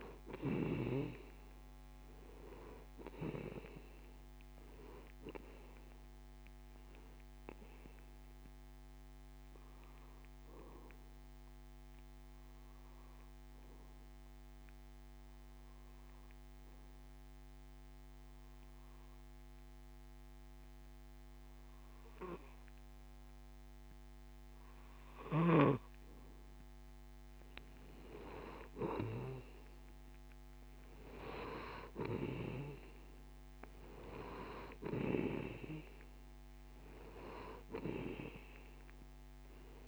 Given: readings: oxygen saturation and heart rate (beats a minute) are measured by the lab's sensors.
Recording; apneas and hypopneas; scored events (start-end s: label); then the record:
breathing in sleep by a microphone on the trachea; 1
9.50-25.00 s: obstructive apnea (oxygen 96% before, 92% lowest)
27.00-31.00 s: arousal
36.00-39.88 s: oxygen desaturation (device-marked, oxygen 96% before, 92% lowest)
From the record:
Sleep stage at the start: N2 (light sleep); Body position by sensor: on the back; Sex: male